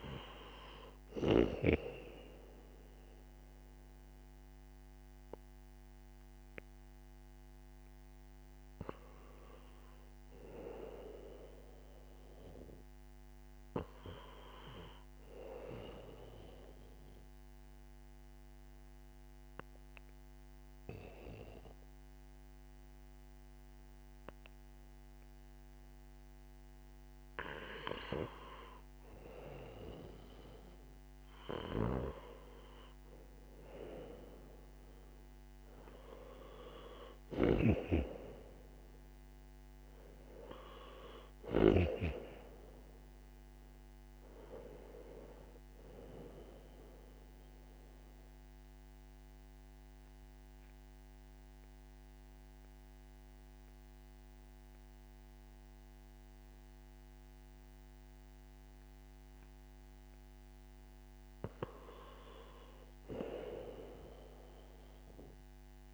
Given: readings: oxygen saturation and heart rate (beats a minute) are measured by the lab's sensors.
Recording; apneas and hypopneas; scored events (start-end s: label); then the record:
breathing in sleep by a microphone on the trachea; 2
17.50-28.50 s: obstructive apnea (oxygen 93% before, 87% lowest, heart rate 71 before, 56 extreme, up 4 after)
30.00-34.00 s: arousal
37.50-42.00 s: snoring (device-marked)
44.00-65.94 s: oxygen desaturation (device-marked, oxygen 92% before, 87% lowest, heart rate 60 before, 59 extreme)
47.00-60.00 s: obstructive apnea (oxygen 93% before, 87% lowest, heart rate 61 before, 60 extreme, up 14 after)
62.00-65.50 s: arousal
From the record:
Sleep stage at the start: N2 (light sleep); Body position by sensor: on the back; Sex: male